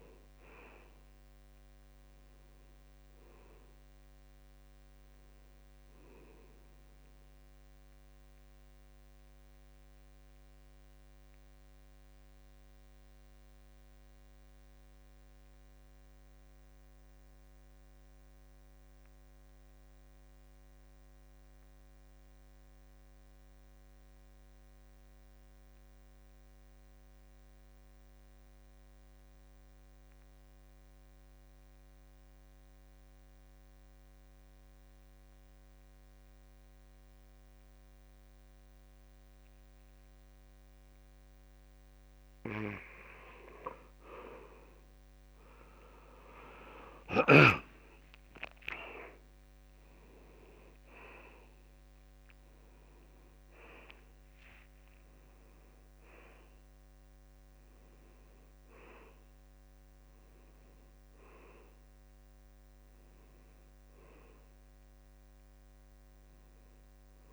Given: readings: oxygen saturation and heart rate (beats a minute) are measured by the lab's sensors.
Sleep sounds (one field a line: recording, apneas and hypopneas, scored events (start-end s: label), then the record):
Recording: breathing in sleep by a microphone on the trachea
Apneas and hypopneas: 1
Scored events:
0.00-12.00 s: oxygen desaturation (device-marked, oxygen 84% lowest, heart rate 67 extreme)
7.50-42.00 s: obstructive apnea (oxygen 95% before, 82% lowest, heart rate 73 before, 68 extreme, up 6 after)
30.00-67.33 s: oxygen desaturation (device-marked, oxygen 95% before, 82% lowest, heart rate 69 before, 67 extreme)
44.50-48.00 s: arousal
From the record:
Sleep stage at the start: N2 (light sleep)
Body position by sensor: on the back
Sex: male